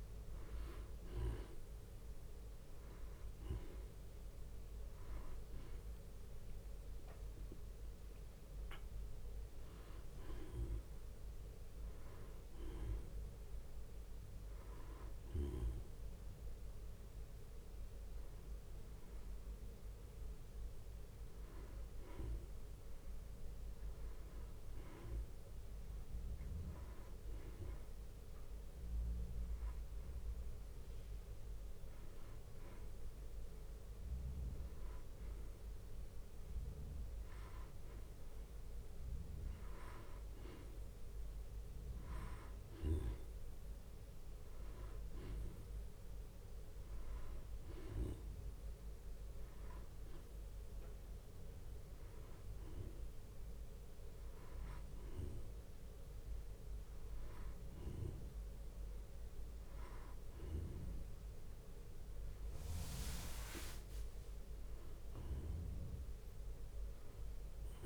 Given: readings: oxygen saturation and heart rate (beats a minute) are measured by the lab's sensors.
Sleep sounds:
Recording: breathing in sleep by a room microphone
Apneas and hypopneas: none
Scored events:
0.00-2.00 s: long interval between heartbeats (device-marked, heart rate 70 before, 61 extreme)
0.00-4.50 s: bradycardia (device-marked, heart rate 59 extreme)
6.50-11.50 s: bradycardia (device-marked, heart rate 61 before, 58 extreme)
41.50-61.50 s: bradycardia (device-marked, heart rate 61 before, 49 extreme)
48.00-52.00 s: arousal
62.50-67.86 s: bradycardia (device-marked, heart rate 61 before, 52 extreme)
64.50-66.50 s: long interval between heartbeats (device-marked, heart rate 55 before, 58 extreme)
From the record:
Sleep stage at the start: N2 (light sleep)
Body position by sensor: on the back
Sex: male

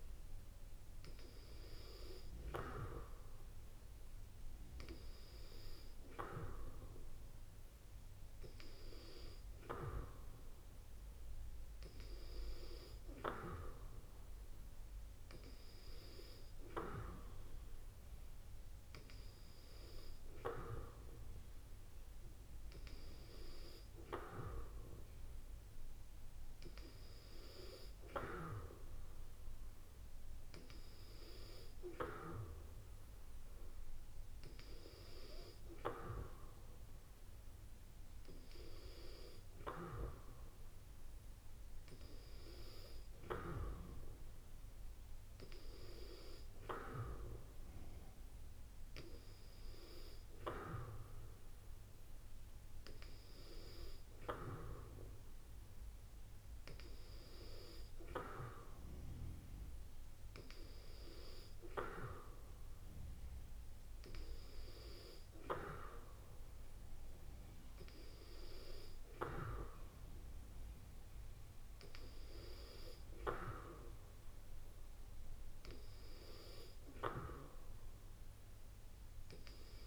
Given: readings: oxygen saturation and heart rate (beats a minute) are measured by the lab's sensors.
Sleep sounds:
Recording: breathing in sleep by a room microphone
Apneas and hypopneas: none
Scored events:
none scored
From the record:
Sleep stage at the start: N2 (light sleep)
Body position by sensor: on the back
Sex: female

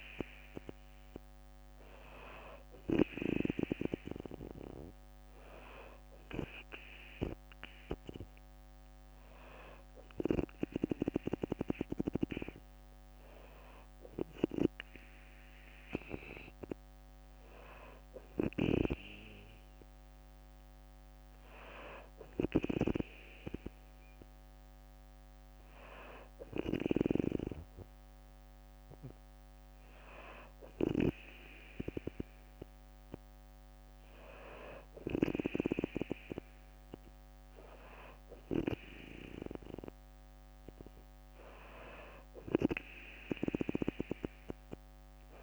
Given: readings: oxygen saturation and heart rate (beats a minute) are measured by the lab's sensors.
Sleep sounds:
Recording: breathing in sleep by a microphone on the trachea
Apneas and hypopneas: none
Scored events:
42.00-45.43 s: drop in pulse transit time (device-marked, heart rate 62 before, 61 extreme)
From the record:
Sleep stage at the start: N2 (light sleep)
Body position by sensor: on the back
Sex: female

